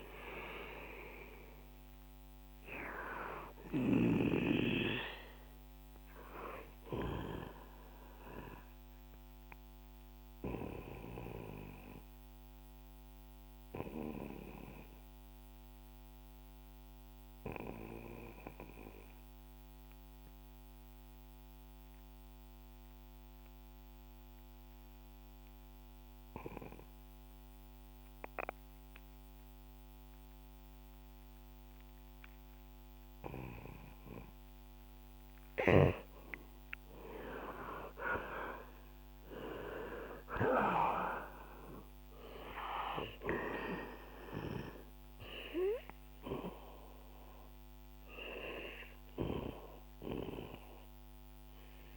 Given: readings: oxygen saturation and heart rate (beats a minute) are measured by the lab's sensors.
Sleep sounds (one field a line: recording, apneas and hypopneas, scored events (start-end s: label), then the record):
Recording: breathing in sleep by a microphone on the trachea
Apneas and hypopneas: 1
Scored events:
0.00-18.50 s: oxygen desaturation (device-marked, oxygen 92% lowest, heart rate 62 extreme)
8.50-35.50 s: obstructive apnea (oxygen 98% before, 87% lowest, heart rate 69 before, 61 extreme, up 7 after)
25.50-30.50 s: oxygen desaturation (device-marked, oxygen 93% before, 89% lowest, heart rate 65 before, 63 extreme)
32.50-51.97 s: oxygen desaturation (device-marked, oxygen 99% before, 87% lowest, heart rate 65 before, 53 extreme)
37.00-41.00 s: arousal
From the record:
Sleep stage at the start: N2 (light sleep)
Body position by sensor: on the back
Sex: male